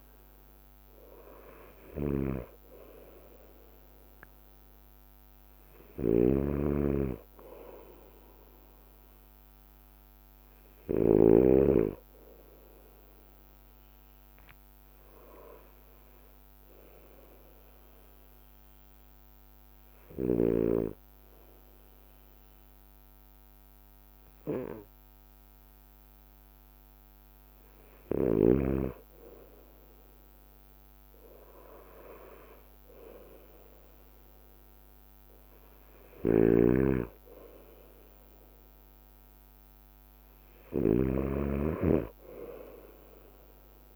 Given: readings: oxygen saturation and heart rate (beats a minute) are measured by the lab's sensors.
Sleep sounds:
breathing in sleep by a microphone on the trachea; 1
0.00-11.50 s: snoring (device-marked)
0.00-43.96 s: bradycardia (device-marked, heart rate 55 extreme)
11.50-15.00 s: arousal
17.50-28.00 s: hypopnea (oxygen 95% before, 94% lowest, heart rate 57 before, 55 extreme, up 2 after)
19.50-28.50 s: drop in pulse transit time (device-marked, heart rate 58 before, 56 extreme)
30.50-34.00 s: arousal
36.50-43.96 s: snoring (device-marked)
From the record:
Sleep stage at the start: N2 (light sleep); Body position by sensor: on the right side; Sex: male

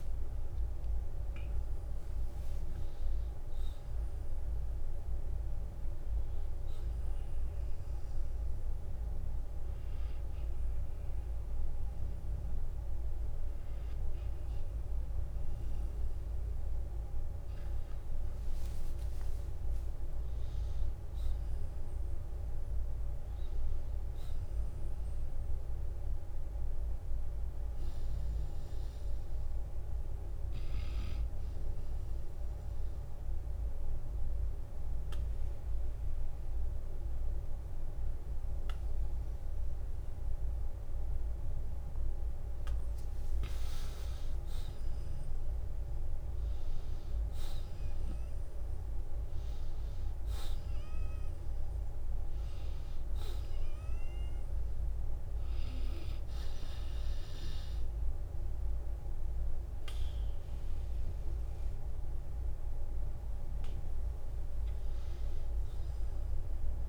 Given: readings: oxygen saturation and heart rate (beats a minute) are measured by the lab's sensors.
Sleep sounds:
a person partly awake in a sleep study, hard to hear, by a room microphone; 1
6.50-66.88 s: new sleep stage, N2 (light sleep)
22.50-24.50 s: long interval between heartbeats (device-marked, heart rate 54 before, 58 extreme)
31.50-43.50 s: obstructive apnea (oxygen 97% before, 87% lowest, heart rate 55 before, 47 extreme, up 18 after)
37.50-49.50 s: oxygen desaturation (device-marked, oxygen 95% before, 92% lowest, heart rate 54 before, 49 extreme)
39.00-41.00 s: long interval between heartbeats (device-marked, heart rate 54 before, 50 extreme)
45.00-50.50 s: arousal
65.50-66.88 s: oxygen desaturation (device-marked, oxygen 93% before, 87% lowest, heart rate 60 before, 50 extreme)
From the record:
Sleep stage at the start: awake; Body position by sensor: on the back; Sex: male

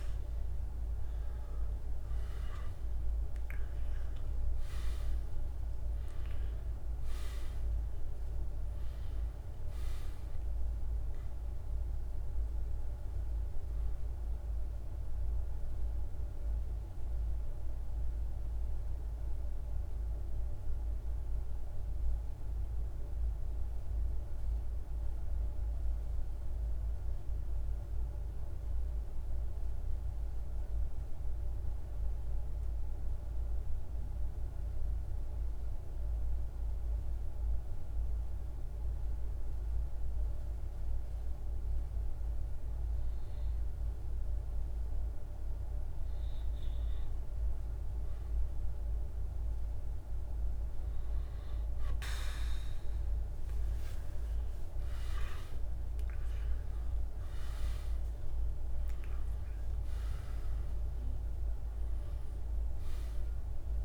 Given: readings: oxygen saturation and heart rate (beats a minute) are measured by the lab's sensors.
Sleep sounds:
breathing in sleep, hard to hear, by a room microphone; 1
0.00-23.00 s: oxygen desaturation (device-marked, oxygen 89% lowest, heart rate 50 extreme)
1.00-6.50 s: arousal
14.00-45.50 s: central apnea (oxygen 99% before, 89% lowest, heart rate 54 before, 50 extreme, up 3 after)
40.00-63.85 s: oxygen desaturation (device-marked, oxygen 99% before, 89% lowest, heart rate 50 before, 49 extreme)
53.00-57.50 s: arousal
From the record:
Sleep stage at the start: N2 (light sleep); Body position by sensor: on the back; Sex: male

